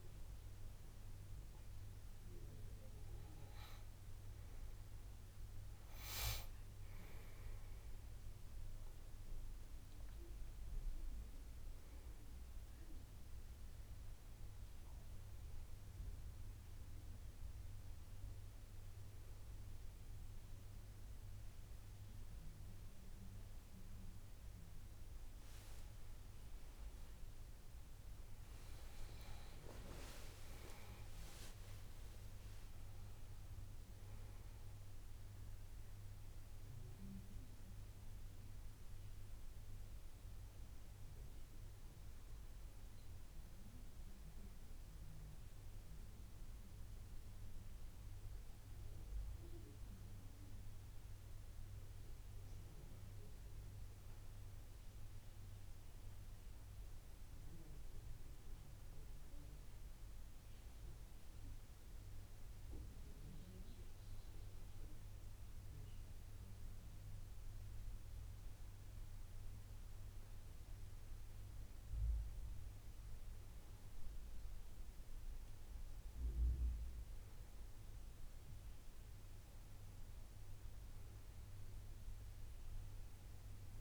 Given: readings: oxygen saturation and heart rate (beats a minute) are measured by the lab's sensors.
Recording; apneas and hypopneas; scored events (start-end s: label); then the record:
breathing in sleep, hard to hear, by a room microphone; 1
29.50-32.00 s: arousal
41.00-52.00 s: hypopnea (oxygen 97% before, 93% lowest, heart rate 86 before, 79 extreme, up 2 after)
54.00-57.50 s: arousal
56.50-73.50 s: oxygen desaturation (device-marked, oxygen 97% before, 93% lowest, heart rate 81 before, 80 extreme)
From the record:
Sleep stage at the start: N2 (light sleep); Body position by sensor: on the back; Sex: male